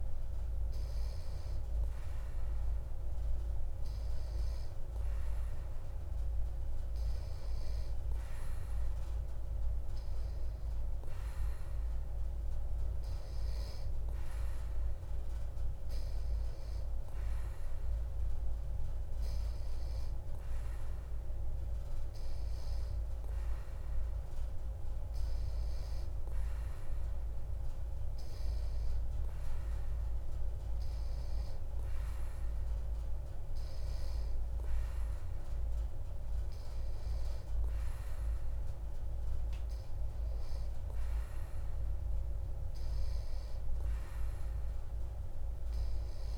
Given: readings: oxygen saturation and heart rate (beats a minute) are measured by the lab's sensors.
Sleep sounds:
breathing in sleep, hard to hear, by a room microphone; none
none scored
From the record:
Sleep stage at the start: N3 (deep sleep); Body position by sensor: on the back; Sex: male

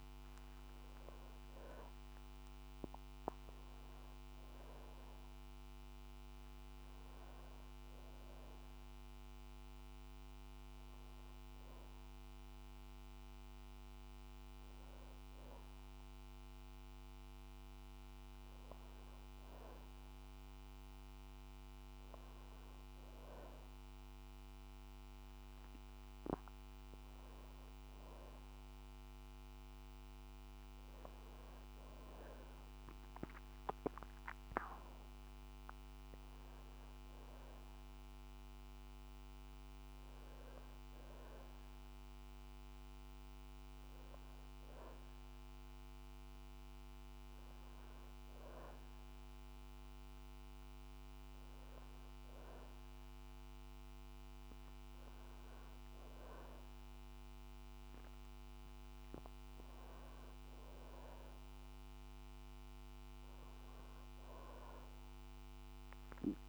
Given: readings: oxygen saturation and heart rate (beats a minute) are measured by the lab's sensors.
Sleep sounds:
breathing in sleep, hard to hear, by a microphone on the trachea; 1
2.50-7.00 s: arousal
9.00-19.50 s: hypopnea (oxygen 93% before, 91% lowest, heart rate 64 before, 61 extreme, up 3 after)
22.50-27.00 s: arousal
From the record:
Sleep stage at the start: N2 (light sleep); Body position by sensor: on the back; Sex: female

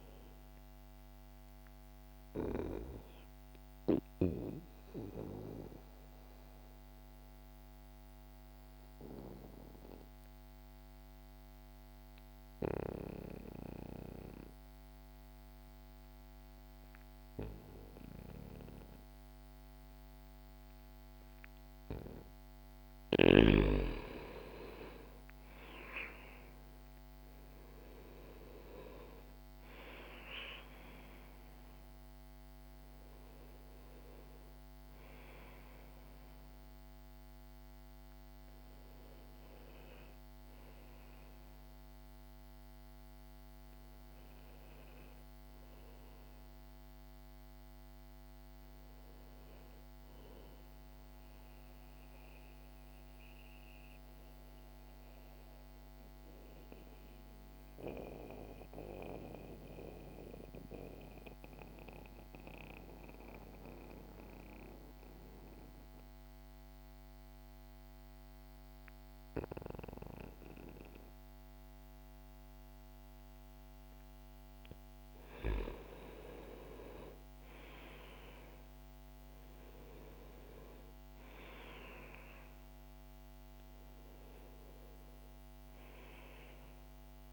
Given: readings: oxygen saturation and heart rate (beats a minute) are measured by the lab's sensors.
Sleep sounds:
breathing in sleep by a microphone on the trachea; 2
0.00-11.00 s: oxygen desaturation (device-marked, oxygen 91% lowest, heart rate 63 extreme)
1.00-87.33 s: new sleep stage, N2 (light sleep)
1.50-22.50 s: mixed apnea (oxygen 97% before, 86% lowest, heart rate 65 before, 63 extreme, up 2 after)
24.00-28.00 s: arousal
28.00-60.00 s: oxygen desaturation (device-marked, oxygen 95% before, 86% lowest, heart rate 65 before, 63 extreme)
51.00-74.00 s: mixed apnea (oxygen 94% before, 86% lowest, heart rate 65 before, 61 extreme, up 0 after)
75.50-80.00 s: arousal
76.00-87.33 s: oxygen desaturation (device-marked, oxygen 98% before, 86% lowest, heart rate 65 before, 61 extreme)
From the record:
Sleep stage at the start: N1 (lightest sleep); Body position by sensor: on the back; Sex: male

